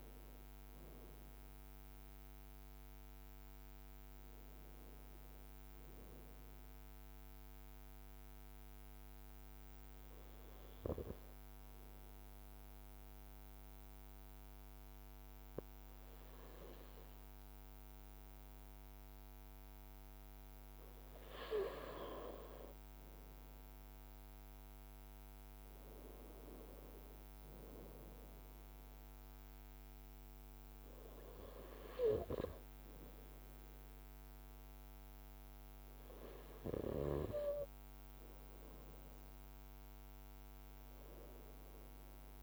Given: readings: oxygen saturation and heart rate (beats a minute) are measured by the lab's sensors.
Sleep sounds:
breathing in sleep by a microphone on the trachea; 1
1.50-5.50 s: arousal
7.50-21.00 s: obstructive apnea (oxygen 97% before, 96% lowest, heart rate 60 before, 55 extreme, up 1 after)
21.00-24.00 s: arousal
From the record:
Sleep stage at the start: N2 (light sleep); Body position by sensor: on the right side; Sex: male

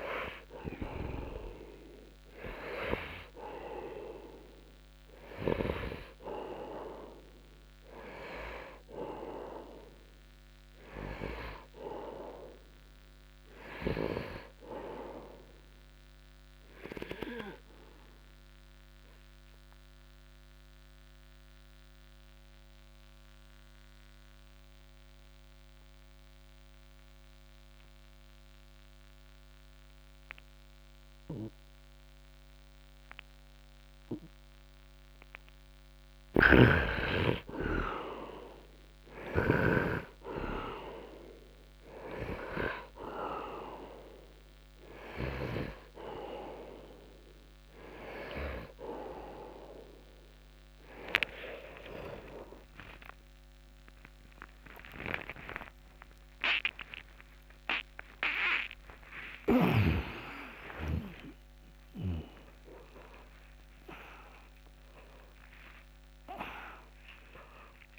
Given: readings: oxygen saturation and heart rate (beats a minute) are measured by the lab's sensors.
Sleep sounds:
breathing in sleep by a microphone on the trachea; 1
0.00-1.50 s: snoring (device-marked)
0.00-21.50 s: oxygen desaturation (device-marked, oxygen 71% lowest, heart rate 44 extreme)
3.50-63.50 s: new sleep stage, N2 (light sleep)
16.50-35.00 s: obstructive apnea (oxygen 86% before, 74% lowest, heart rate 69 before, 62 extreme, up 0 after)
36.50-40.00 s: snoring (device-marked)
38.50-60.50 s: oxygen desaturation (device-marked, oxygen 100% before, 81% lowest, heart rate 69 before, 66 extreme)
55.00-57.00 s: long interval between heartbeats (device-marked, heart rate 67 before, 90 extreme)
57.00-59.00 s: long interval between heartbeats (device-marked, heart rate 70 before, 130 extreme)
62.00-64.00 s: long interval between heartbeats (device-marked, heart rate 95 before, 170 extreme)
63.50-67.99 s: new sleep stage, awake
64.50-66.50 s: long interval between heartbeats (device-marked, heart rate 112 before, 150 extreme)
66.50-67.99 s: long interval between heartbeats (device-marked, heart rate 120 before, 139 extreme)
From the record:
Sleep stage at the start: N3 (deep sleep); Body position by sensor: on the right side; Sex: male

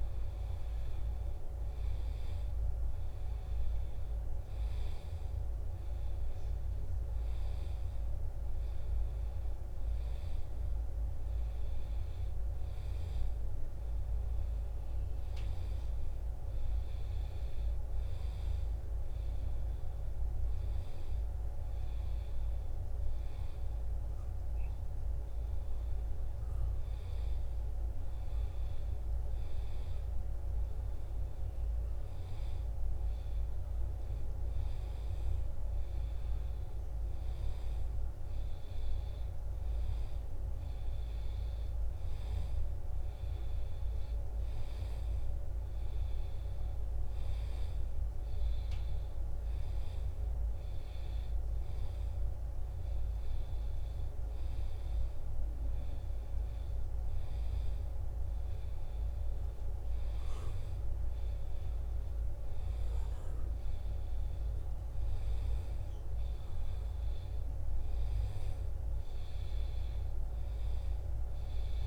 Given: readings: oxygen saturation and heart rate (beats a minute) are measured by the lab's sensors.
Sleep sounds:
breathing in sleep, hard to hear, by a room microphone; none
none scored
From the record:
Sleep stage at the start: N2 (light sleep); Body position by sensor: on the back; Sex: male

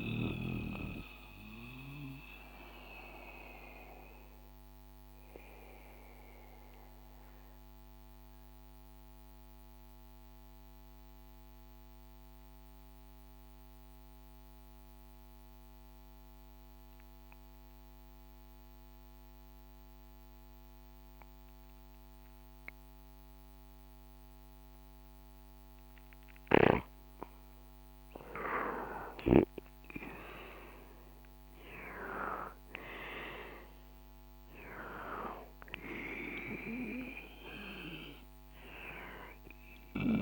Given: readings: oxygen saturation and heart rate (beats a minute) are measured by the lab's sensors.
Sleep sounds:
breathing in sleep by a microphone on the trachea; 1
0.00-12.00 s: oxygen desaturation (device-marked, oxygen 91% lowest, heart rate 62 extreme)
0.50-27.50 s: mixed apnea (oxygen 98% before, 91% lowest, heart rate 69 before, 62 extreme, up 6 after)
29.50-32.50 s: arousal
From the record:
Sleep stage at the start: N2 (light sleep); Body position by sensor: on the back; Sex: male

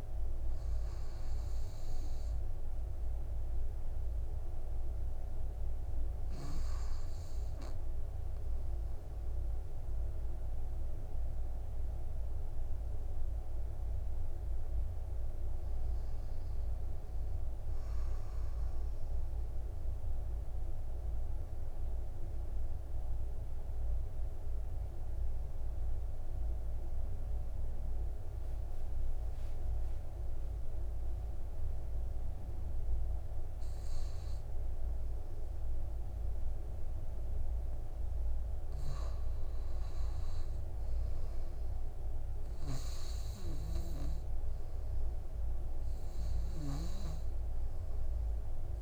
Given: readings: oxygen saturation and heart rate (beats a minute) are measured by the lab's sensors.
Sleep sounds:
breathing in sleep, hard to hear, by a room microphone; 1
21.00-34.00 s: obstructive apnea (oxygen 98% before, 84% lowest, heart rate 60 before, 57 extreme, up 6 after)
37.00-41.00 s: arousal
From the record:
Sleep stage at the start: REM sleep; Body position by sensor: on the back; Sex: male

